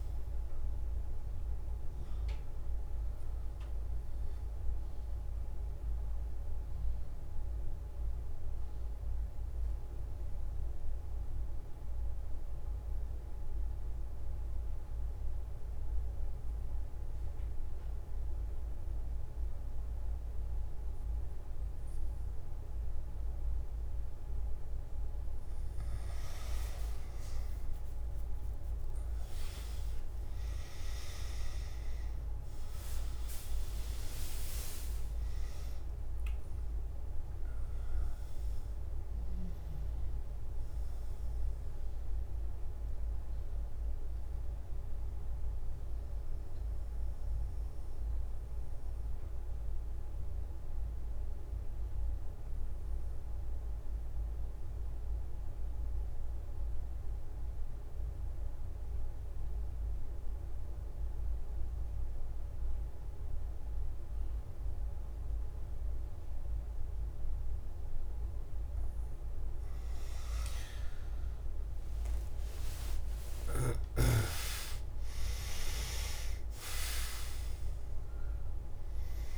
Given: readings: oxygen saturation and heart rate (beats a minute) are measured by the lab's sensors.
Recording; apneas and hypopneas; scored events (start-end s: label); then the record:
breathing in sleep by a room microphone; 2
0.00-9.00 s: oxygen desaturation (device-marked, oxygen 94% lowest)
7.50-25.50 s: mixed apnea (oxygen 99% before, 95% lowest)
17.00-79.38 s: new sleep stage, N2 (light sleep)
36.00-46.00 s: oxygen desaturation (device-marked, oxygen 99% before, 95% lowest)
47.00-68.00 s: obstructive apnea (oxygen 99% before, 94% lowest)
75.00-79.38 s: oxygen desaturation (device-marked, oxygen 100% before, 94% lowest)
From the record:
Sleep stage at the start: N1 (lightest sleep); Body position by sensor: on the back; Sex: male